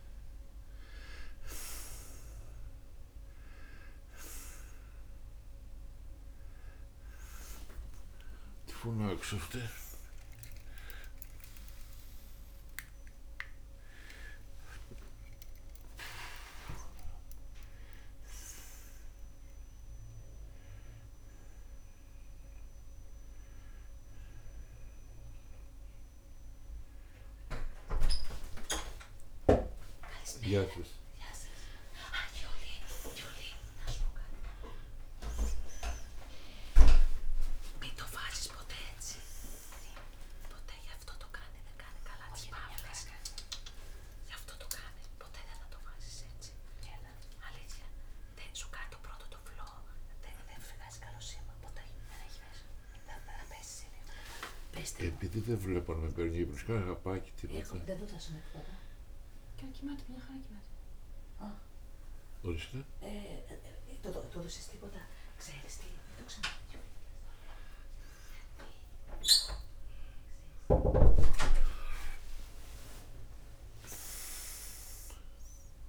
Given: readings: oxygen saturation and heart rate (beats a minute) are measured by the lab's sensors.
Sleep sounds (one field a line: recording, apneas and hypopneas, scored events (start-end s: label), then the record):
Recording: a person awake in a sleep study, by a room microphone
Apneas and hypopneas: none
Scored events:
18.50-41.50 s: oxygen desaturation (device-marked, oxygen 92% before, 86% lowest)
From the record:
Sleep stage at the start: awake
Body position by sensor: on the right side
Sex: male